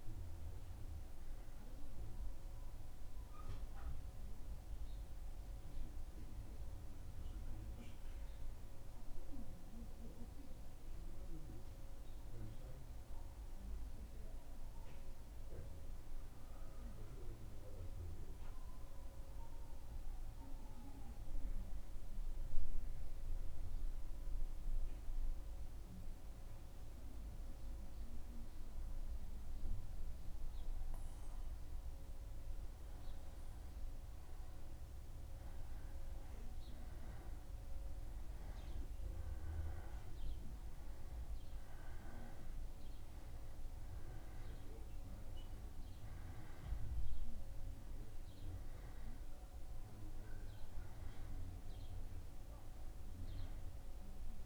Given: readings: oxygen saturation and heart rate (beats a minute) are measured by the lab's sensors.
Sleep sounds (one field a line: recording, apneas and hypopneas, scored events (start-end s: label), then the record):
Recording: breathing in sleep, hard to hear, by a room microphone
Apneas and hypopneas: 1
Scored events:
0.00-2.50 s: oxygen desaturation (device-marked, oxygen 91% lowest, heart rate 73 extreme)
8.00-31.50 s: mixed apnea (oxygen 96% before, 92% lowest, heart rate 77 before, 73 extreme, up 1 after)
From the record:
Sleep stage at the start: N2 (light sleep)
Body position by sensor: on the back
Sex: male